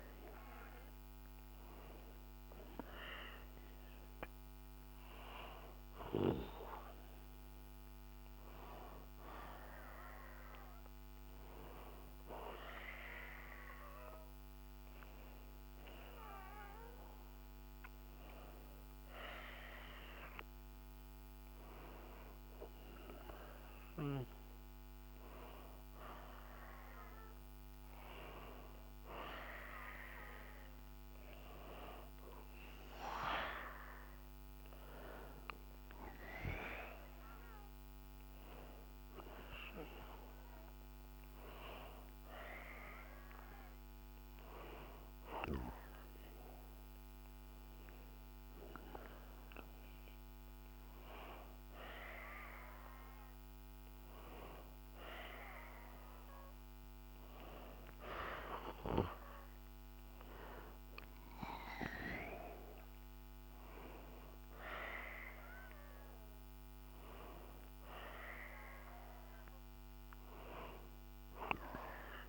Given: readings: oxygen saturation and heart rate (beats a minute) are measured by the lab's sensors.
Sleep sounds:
breathing in sleep by a microphone on the trachea; none
59.50-63.50 s: arousal
From the record:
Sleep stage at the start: N1 (lightest sleep); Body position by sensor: on the back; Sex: male

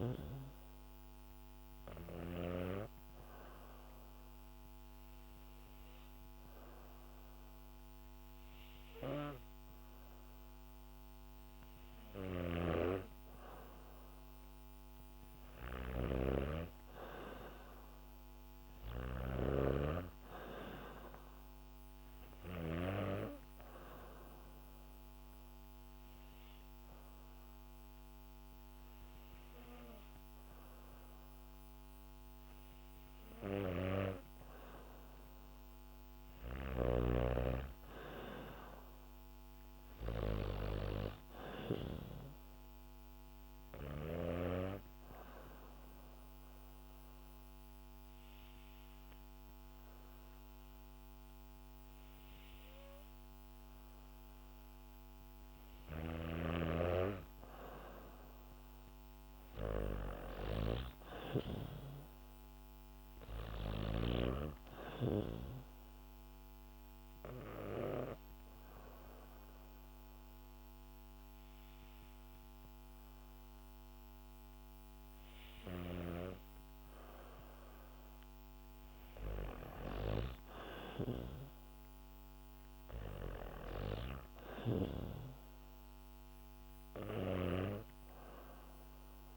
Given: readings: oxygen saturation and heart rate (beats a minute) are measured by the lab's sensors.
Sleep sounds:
breathing in sleep by a microphone on the trachea; 4
0.00-2.00 s: snoring (device-marked)
0.00-11.00 s: oxygen desaturation (device-marked, oxygen 94% lowest, heart rate 66 extreme)
2.50-15.00 s: hypopnea (oxygen 97% before, 93% lowest, heart rate 66 before, 66 extreme, up 4 after)
11.50-22.00 s: snoring (device-marked)
17.50-21.00 s: arousal
20.00-35.00 s: oxygen desaturation (device-marked, oxygen 97% before, 94% lowest, heart rate 69 before, 65 extreme)
23.00-33.50 s: hypopnea (oxygen 97% before, 93% lowest, heart rate 69 before, 65 extreme, up 1 after)
36.00-39.00 s: arousal
42.50-54.50 s: hypopnea (oxygen 97% before, 93% lowest, heart rate 68 before, 65 extreme, up 2 after)
56.50-60.50 s: arousal
62.00-78.00 s: oxygen desaturation (device-marked, oxygen 97% before, 93% lowest, heart rate 67 before, 65 extreme)
67.00-77.50 s: hypopnea (oxygen 97% before, 93% lowest, heart rate 67 before, 65 extreme, up 2 after)
80.00-83.50 s: arousal
85.00-89.37 s: oxygen desaturation (device-marked, oxygen 97% before, 94% lowest, heart rate 67 before, 62 extreme)
From the record:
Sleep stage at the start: N2 (light sleep); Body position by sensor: on the back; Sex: female

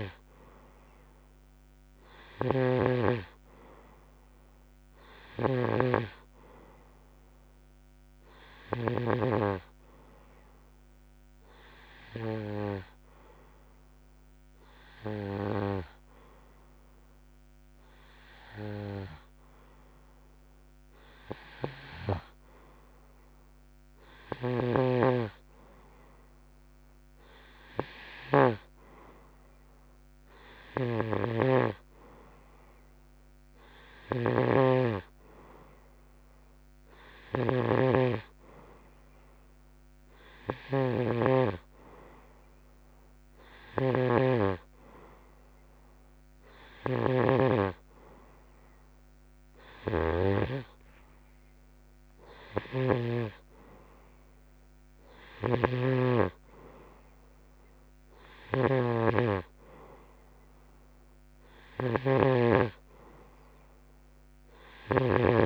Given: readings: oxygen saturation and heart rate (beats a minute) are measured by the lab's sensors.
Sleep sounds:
breathing in sleep by a microphone on the trachea; none
31.50-53.50 s: snoring (device-marked)
55.50-65.46 s: snoring (device-marked)
56.00-65.46 s: oxygen desaturation (device-marked, oxygen 93% before, 90% lowest, heart rate 91 before, 65 extreme)
From the record:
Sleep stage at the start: N2 (light sleep); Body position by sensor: on the right side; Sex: male

